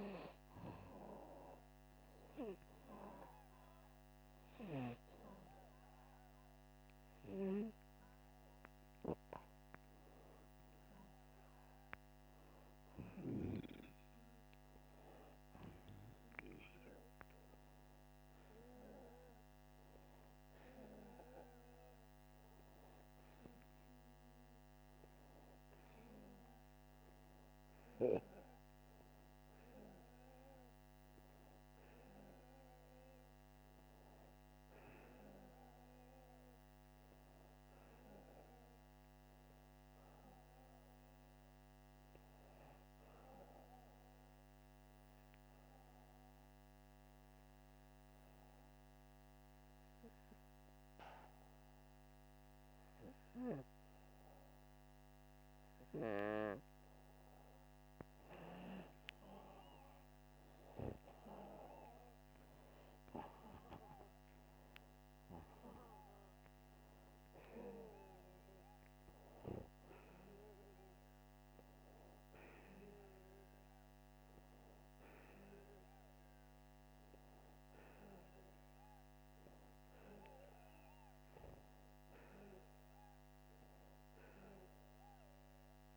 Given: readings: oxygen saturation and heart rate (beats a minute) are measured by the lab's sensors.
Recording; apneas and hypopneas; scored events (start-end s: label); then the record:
breathing in sleep by a microphone on the trachea; 2
15.50-18.50 s: arousal
21.50-33.00 s: hypopnea (oxygen 96% before, 91% lowest, heart rate 86 before, 81 extreme, up 2 after)
35.00-38.50 s: arousal
46.00-57.50 s: hypopnea (oxygen 96% before, 91% lowest, heart rate 84 before, 81 extreme, up 3 after)
59.00-62.50 s: arousal
61.50-85.97 s: oxygen desaturation (device-marked, oxygen 96% before, 91% lowest, heart rate 82 before, 82 extreme)
From the record:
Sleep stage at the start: N2 (light sleep); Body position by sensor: upright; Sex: male